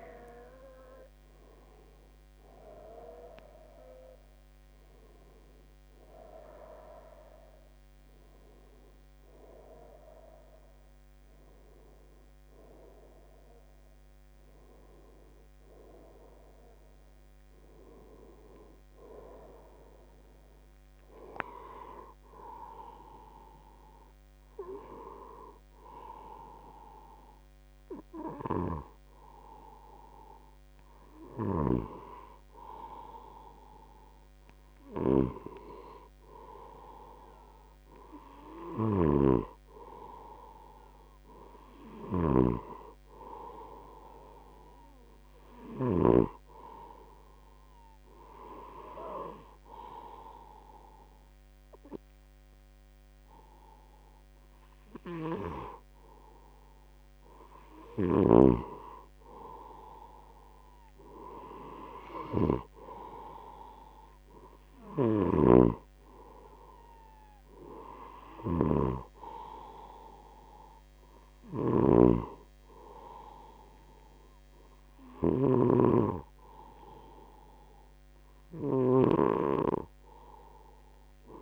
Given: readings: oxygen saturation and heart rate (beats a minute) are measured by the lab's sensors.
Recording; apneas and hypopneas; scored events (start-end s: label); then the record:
breathing in sleep by a microphone on the trachea; 1
28.50-81.42 s: new sleep stage, N2 (light sleep)
31.50-46.00 s: snoring (device-marked)
49.50-59.50 s: obstructive apnea (oxygen 96% before, 91% lowest, heart rate 73 before, 72 extreme, up 8 after)
58.00-81.42 s: snoring (device-marked)
60.00-64.50 s: arousal
67.50-79.50 s: oxygen desaturation (device-marked, oxygen 95% before, 91% lowest, heart rate 77 before, 75 extreme)
From the record:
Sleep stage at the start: N1 (lightest sleep); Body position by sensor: on the left side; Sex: male